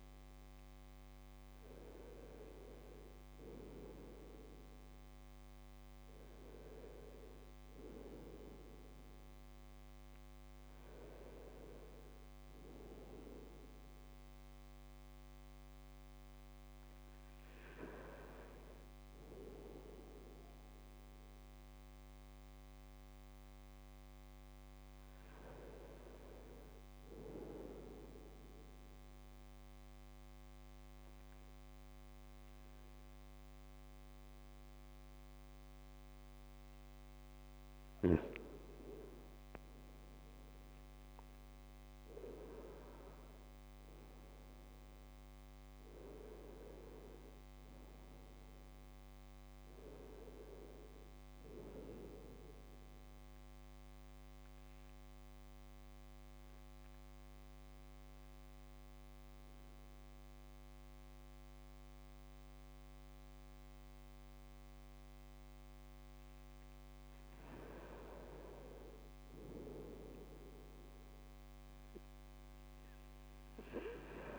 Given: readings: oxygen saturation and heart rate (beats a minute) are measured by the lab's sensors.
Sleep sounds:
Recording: breathing in sleep by a microphone on the trachea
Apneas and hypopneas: 2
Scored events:
28.00-38.50 s: obstructive apnea (oxygen 99% before, 96% lowest, heart rate 67 before, 63 extreme, up 4 after)
40.50-44.00 s: arousal
53.00-74.39 s: new sleep stage, N2 (light sleep)
54.00-67.50 s: obstructive apnea (oxygen 98% before, 95% lowest, heart rate 69 before, 66 extreme, up 3 after)
71.00-74.39 s: arousal
From the record:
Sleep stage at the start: N1 (lightest sleep)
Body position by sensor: on the right side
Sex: male

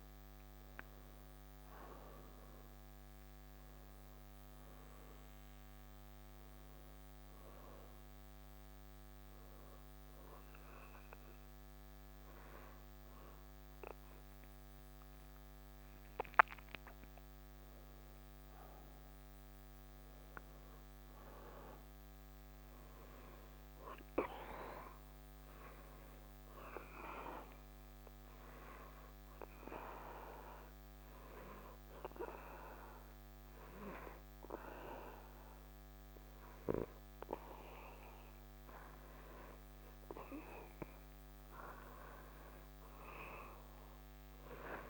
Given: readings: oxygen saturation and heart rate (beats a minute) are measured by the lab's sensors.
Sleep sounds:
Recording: breathing in sleep by a microphone on the trachea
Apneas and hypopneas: 2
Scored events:
0.00-19.50 s: oxygen desaturation (device-marked, oxygen 90% lowest, heart rate 66 extreme)
7.00-17.00 s: hypopnea (oxygen 94% before, 90% lowest, heart rate 84 before, 67 extreme, up 1 after)
18.00-21.50 s: arousal
29.50-39.50 s: obstructive apnea (oxygen 96% before, 89% lowest, heart rate 68 before, 66 extreme, up 1 after)
41.50-44.50 s: arousal
From the record:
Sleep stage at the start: N2 (light sleep)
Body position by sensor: on the back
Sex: male

